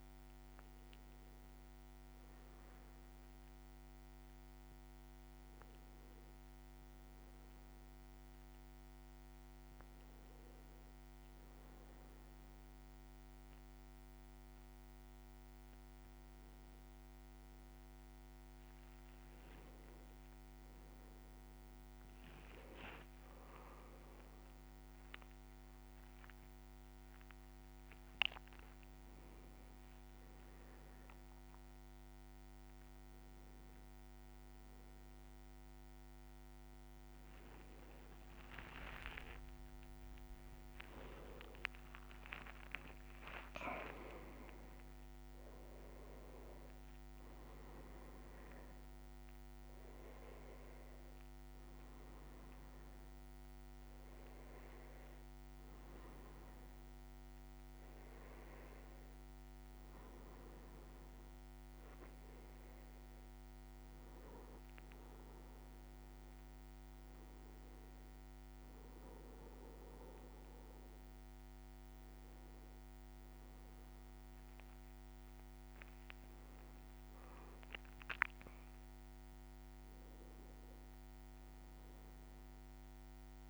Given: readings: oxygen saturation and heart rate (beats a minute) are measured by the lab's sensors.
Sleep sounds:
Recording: a person awake in a sleep study, by a microphone on the trachea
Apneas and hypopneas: none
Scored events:
1.00-18.00 s: bradycardia (device-marked, heart rate 58 before, 56 extreme)
23.00-33.00 s: drop in pulse transit time (device-marked, heart rate 58 before, 63 extreme)
36.50-45.00 s: leg movement (device-marked)
38.50-40.50 s: long interval between heartbeats (device-marked, heart rate 64 before, 72 extreme)
44.00-55.00 s: drop in pulse transit time (device-marked, heart rate 68 before, 66 extreme)
54.50-56.00 s: leg movement (device-marked)
56.00-83.49 s: new sleep stage, N1 (lightest sleep)
61.00-73.00 s: bradycardia (device-marked, heart rate 59 before, 58 extreme)
74.50-76.50 s: leg movement (device-marked)
77.00-83.49 s: drop in pulse transit time (device-marked, heart rate 60 before, 57 extreme)
From the record:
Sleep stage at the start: awake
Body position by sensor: on the back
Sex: male

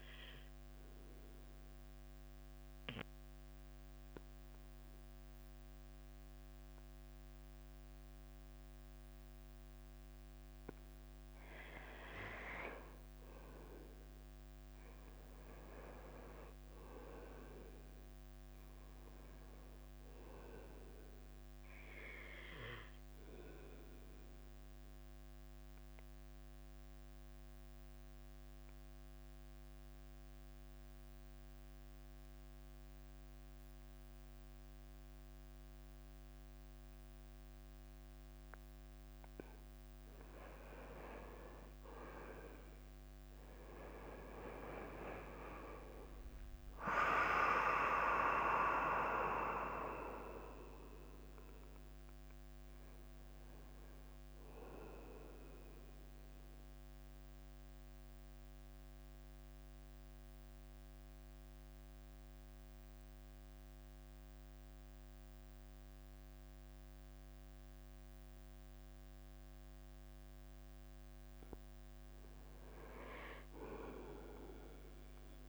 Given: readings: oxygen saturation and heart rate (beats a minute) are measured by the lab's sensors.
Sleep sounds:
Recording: breathing in sleep by a microphone on the trachea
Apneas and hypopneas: 3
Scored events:
1.50-12.50 s: obstructive apnea (oxygen 95% before, 91% lowest, heart rate 89 before, 88 extreme, up 4 after)
15.50-26.50 s: drop in pulse transit time (device-marked, heart rate 88 before, 88 extreme)
16.00-20.50 s: arousal
25.00-39.00 s: obstructive apnea (oxygen 94% before, 91% lowest, heart rate 89 before, 85 extreme, up 3 after)
35.50-41.50 s: oxygen desaturation (device-marked, oxygen 94% before, 91% lowest, heart rate 89 before, 85 extreme)
42.50-61.50 s: drop in pulse transit time (device-marked, heart rate 88 before, 85 extreme)
44.00-48.50 s: arousal
57.50-71.00 s: mixed apnea (oxygen 95% before, 92% lowest, heart rate 87 before, 83 extreme, up 1 after)
71.50-75.49 s: oxygen desaturation (device-marked, oxygen 95% before, 92% lowest, heart rate 86 before, 83 extreme)
72.50-75.49 s: arousal
From the record:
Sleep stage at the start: N2 (light sleep)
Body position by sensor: on the right side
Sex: male

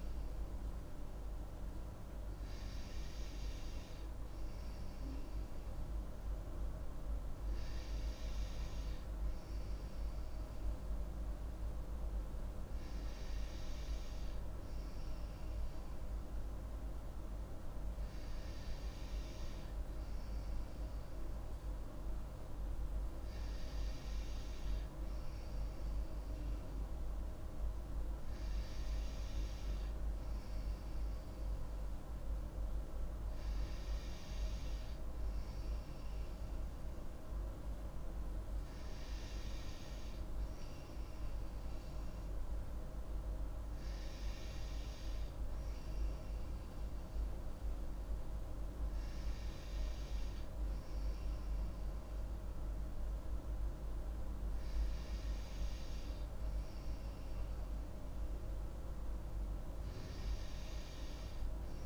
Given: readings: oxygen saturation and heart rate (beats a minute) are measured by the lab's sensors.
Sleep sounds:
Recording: breathing in sleep, hard to hear, by a room microphone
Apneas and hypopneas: none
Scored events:
none scored
From the record:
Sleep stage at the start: N2 (light sleep)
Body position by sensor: on the right side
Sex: female

